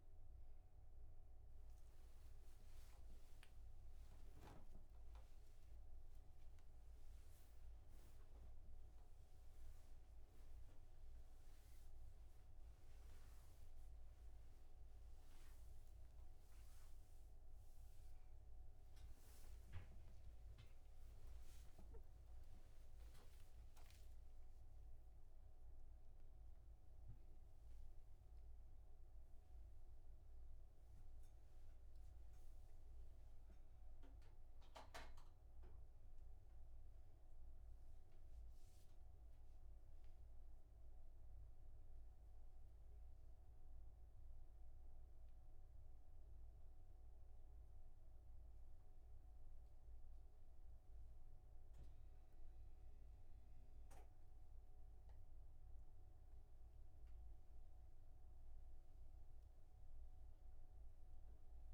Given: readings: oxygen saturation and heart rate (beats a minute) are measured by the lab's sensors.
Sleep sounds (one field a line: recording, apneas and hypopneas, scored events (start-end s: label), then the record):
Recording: a person awake in a sleep study, hard to hear, by a room microphone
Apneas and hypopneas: none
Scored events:
33.50-40.50 s: oxygen desaturation (device-marked, oxygen 99% before, 94% lowest, heart rate 110 before, 47 extreme)
From the record:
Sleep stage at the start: awake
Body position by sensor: upright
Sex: male